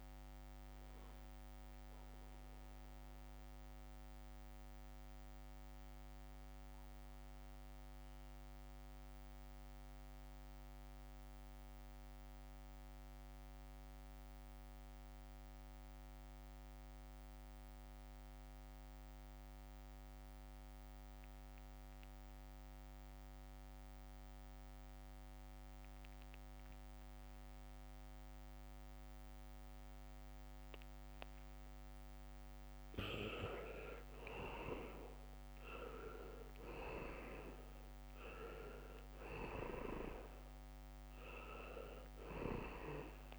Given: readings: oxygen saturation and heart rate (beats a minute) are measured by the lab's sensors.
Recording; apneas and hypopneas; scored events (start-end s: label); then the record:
breathing in sleep by a microphone on the trachea; 1
0.00-14.50 s: oxygen desaturation (device-marked, oxygen 76% lowest, heart rate 63 extreme)
4.50-32.00 s: mixed apnea (oxygen 98% before, 76% lowest, heart rate 67 before, 64 extreme, up 1 after)
22.50-43.39 s: oxygen desaturation (device-marked, oxygen 99% before, 77% lowest, heart rate 71 before, 64 extreme)
29.50-32.50 s: leg movement (device-marked)
33.50-40.50 s: leg movement (device-marked)
34.50-38.50 s: arousal
From the record:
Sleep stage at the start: N2 (light sleep); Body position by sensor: on the back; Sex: male